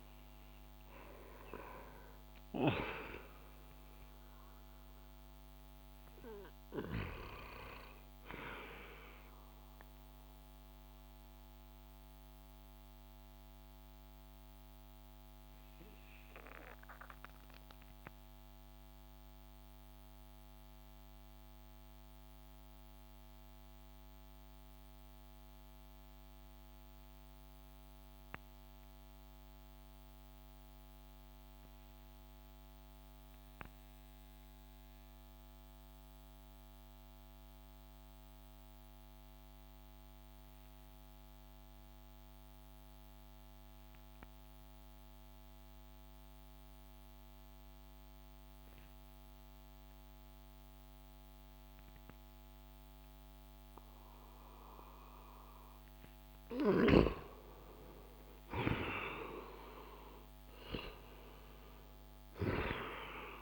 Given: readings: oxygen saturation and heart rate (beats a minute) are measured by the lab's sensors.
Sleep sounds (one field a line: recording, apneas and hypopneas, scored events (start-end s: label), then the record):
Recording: breathing in sleep by a microphone on the trachea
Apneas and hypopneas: 1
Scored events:
0.00-26.50 s: oxygen desaturation (device-marked, oxygen 83% lowest)
9.00-56.00 s: obstructive apnea (oxygen 96% before, 83% lowest)
45.50-63.42 s: oxygen desaturation (device-marked, oxygen 98% before, 87% lowest)
56.50-63.42 s: snoring (device-marked)
58.50-63.00 s: arousal
From the record:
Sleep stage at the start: N2 (light sleep)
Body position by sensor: on the back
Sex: male